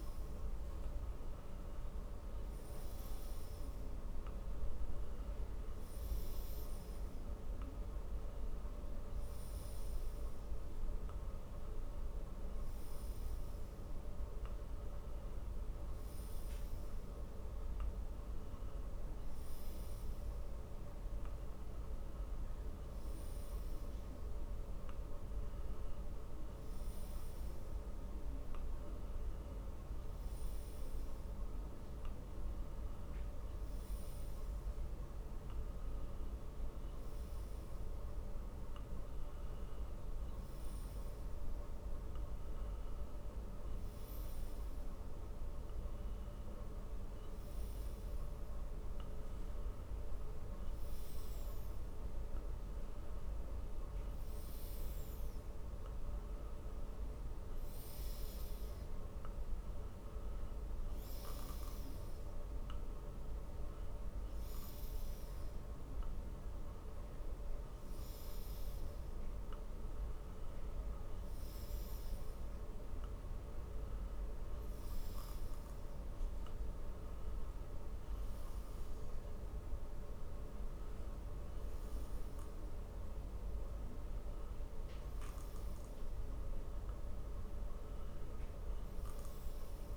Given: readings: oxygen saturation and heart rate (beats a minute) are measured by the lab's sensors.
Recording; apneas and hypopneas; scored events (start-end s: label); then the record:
breathing in sleep, hard to hear, by a room microphone; 1
30.50-47.50 s: hypopnea (oxygen 96% before, 93% lowest, heart rate 63 before, 59 extreme, up 1 after)
49.50-54.00 s: arousal
From the record:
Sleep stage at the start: N1 (lightest sleep); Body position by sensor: on the back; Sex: male